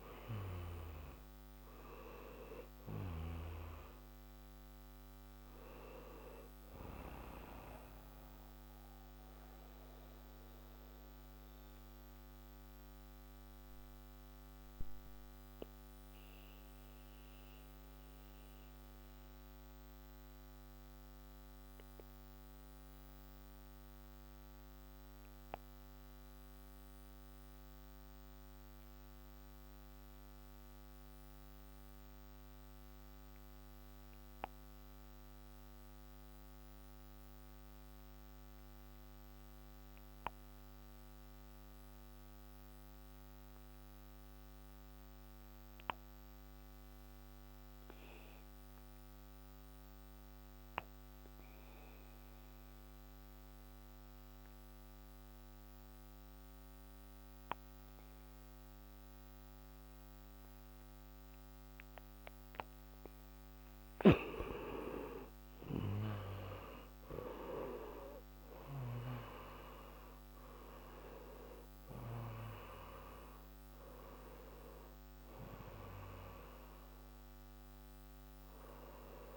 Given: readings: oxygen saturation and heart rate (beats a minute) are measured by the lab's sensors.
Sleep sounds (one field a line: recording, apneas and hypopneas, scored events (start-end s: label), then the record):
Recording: breathing in sleep by a microphone on the trachea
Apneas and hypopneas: 1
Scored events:
0.00-1.00 s: arousal
0.00-9.00 s: oxygen desaturation (device-marked, oxygen 93% lowest)
7.00-64.50 s: mixed apnea (oxygen 96% before, 80% lowest)
11.00-29.00 s: oxygen desaturation (device-marked, oxygen 95% before, 82% lowest)
45.00-79.37 s: oxygen desaturation (device-marked, oxygen 99% before, 80% lowest)
66.00-69.50 s: arousal
From the record:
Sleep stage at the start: N2 (light sleep)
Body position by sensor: on the back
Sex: male